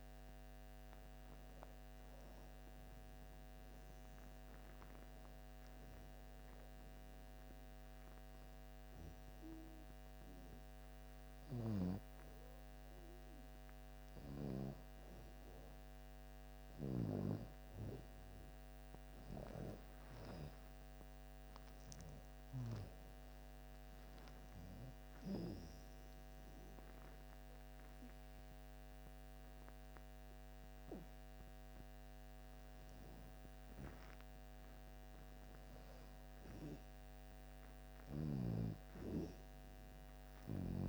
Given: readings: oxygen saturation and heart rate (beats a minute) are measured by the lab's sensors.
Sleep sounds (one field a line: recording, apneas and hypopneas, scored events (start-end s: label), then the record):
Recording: breathing in sleep by a microphone on the trachea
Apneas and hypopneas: 1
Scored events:
0.00-6.00 s: oxygen desaturation (device-marked, oxygen 78% lowest)
3.00-16.50 s: hypopnea (oxygen 92% before, 83% lowest)
18.50-22.00 s: arousal
20.00-35.00 s: oxygen desaturation (device-marked, oxygen 98% before, 91% lowest)
29.00-40.89 s: new sleep stage, N2 (light sleep)
38.00-40.89 s: arousal
From the record:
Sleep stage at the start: N1 (lightest sleep)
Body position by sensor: on the back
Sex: female